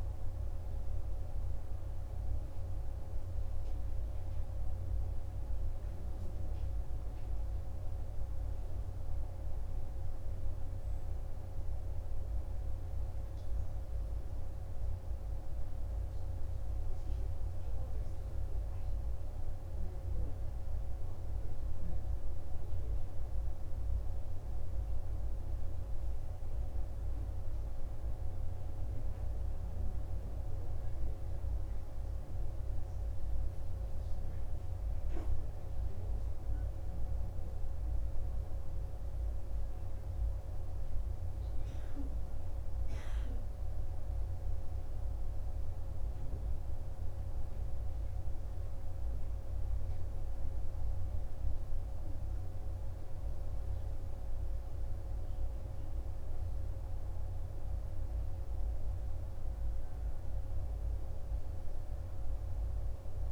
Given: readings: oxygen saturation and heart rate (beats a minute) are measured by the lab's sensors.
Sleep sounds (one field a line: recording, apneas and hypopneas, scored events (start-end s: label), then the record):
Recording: a person partly awake in a sleep study, hard to hear, by a room microphone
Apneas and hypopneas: none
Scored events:
1.50-63.32 s: new sleep stage, N2 (light sleep)
From the record:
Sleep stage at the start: awake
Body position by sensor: on the right side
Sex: male